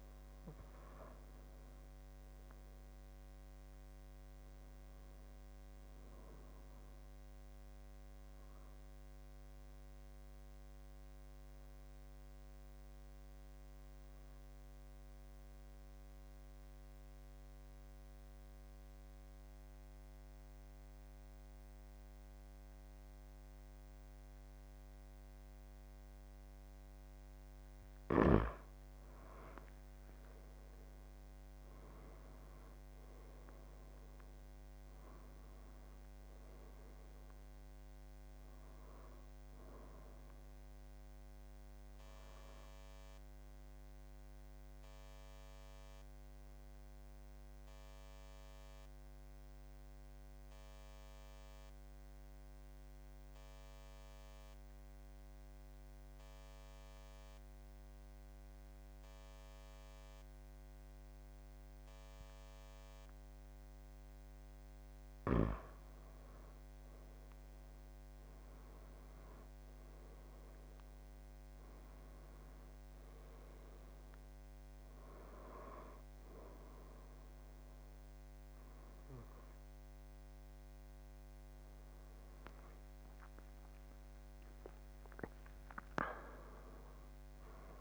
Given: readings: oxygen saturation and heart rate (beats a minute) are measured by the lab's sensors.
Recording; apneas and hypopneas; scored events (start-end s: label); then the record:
breathing in sleep, hard to hear, by a microphone on the trachea; 2
9.50-26.50 s: obstructive apnea (oxygen 99% before, 85% lowest, heart rate 71 before, 68 extreme, up 10 after)
10.00-18.00 s: oxygen desaturation (device-marked, oxygen 98% before, 93% lowest, heart rate 72 before, 73 extreme)
27.00-55.00 s: oxygen desaturation (device-marked, oxygen 96% before, 87% lowest, heart rate 75 before, 68 extreme)
29.00-33.50 s: arousal
41.00-63.00 s: obstructive apnea (oxygen 96% before, 83% lowest, heart rate 81 before, 70 extreme, up 9 after)
66.50-70.50 s: arousal
69.00-87.81 s: oxygen desaturation (device-marked, oxygen 97% before, 83% lowest, heart rate 78 before, 68 extreme)
From the record:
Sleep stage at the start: N2 (light sleep); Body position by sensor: on the back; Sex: male